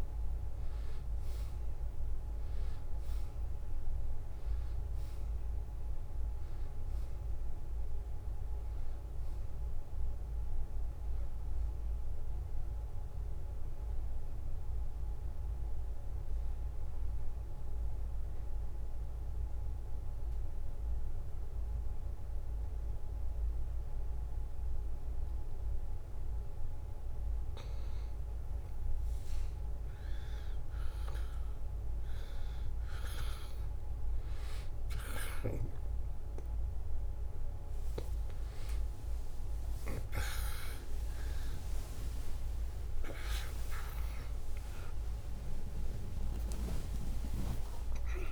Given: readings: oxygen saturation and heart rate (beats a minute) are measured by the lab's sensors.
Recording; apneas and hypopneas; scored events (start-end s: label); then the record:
a person partly awake in a sleep study, by a room microphone; 1
0.00-20.50 s: oxygen desaturation (device-marked, oxygen 90% lowest, heart rate 70 extreme)
16.50-28.00 s: obstructive apnea (oxygen 95% before, 90% lowest, heart rate 77 before, 70 extreme, up 2 after)
28.50-48.32 s: new sleep stage, awake
37.50-48.32 s: oxygen desaturation (device-marked, oxygen 95% before, 90% lowest, heart rate 72 before, 83 extreme)
42.00-44.00 s: long interval between heartbeats (device-marked, heart rate 72 before, 84 extreme)
From the record:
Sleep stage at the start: N2 (light sleep); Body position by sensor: on the back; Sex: male